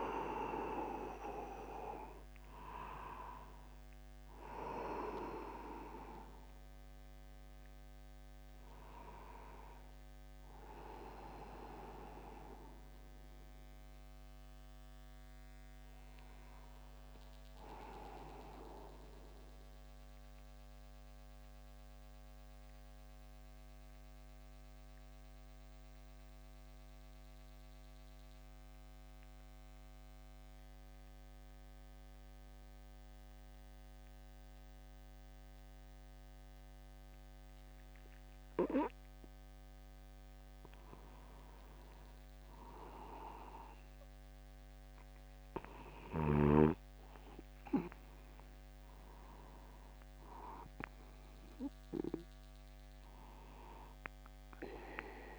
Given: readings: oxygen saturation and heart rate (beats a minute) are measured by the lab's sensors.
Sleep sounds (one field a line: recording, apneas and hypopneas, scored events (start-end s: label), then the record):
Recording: breathing in sleep by a microphone on the trachea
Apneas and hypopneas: 1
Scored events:
0.00-1.00 s: long interval between heartbeats (device-marked, heart rate 125 extreme)
16.50-28.50 s: oxygen desaturation (device-marked, oxygen 97% before, 93% lowest, heart rate 76 before, 48 extreme)
19.50-39.00 s: mixed apnea (oxygen 97% before, 93% lowest, heart rate 67 before, 48 extreme, up 0 after)
42.50-46.50 s: arousal
From the record:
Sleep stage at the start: N2 (light sleep)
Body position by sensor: upright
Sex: male